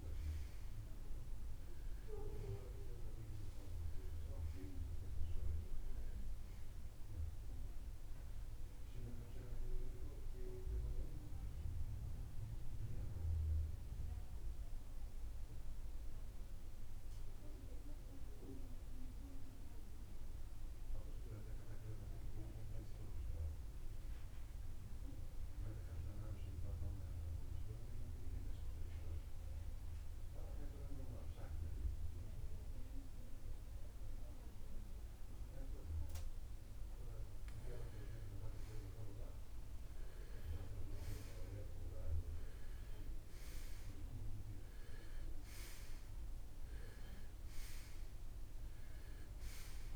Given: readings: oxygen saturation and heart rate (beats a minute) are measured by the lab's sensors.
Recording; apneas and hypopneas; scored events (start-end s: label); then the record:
breathing in sleep by a room microphone; 1
0.00-8.00 s: oxygen desaturation (device-marked, oxygen 94% lowest, heart rate 55 extreme)
11.00-15.50 s: arousal
16.00-35.00 s: oxygen desaturation (device-marked, oxygen 97% before, 83% lowest, heart rate 76 before, 49 extreme)
17.50-37.00 s: mixed apnea (oxygen 97% before, 83% lowest, heart rate 76 before, 49 extreme, up 21 after)
38.50-42.50 s: arousal
46.00-49.96 s: new sleep stage, N2 (light sleep)
From the record:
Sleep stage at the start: REM sleep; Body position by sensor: on the right side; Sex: male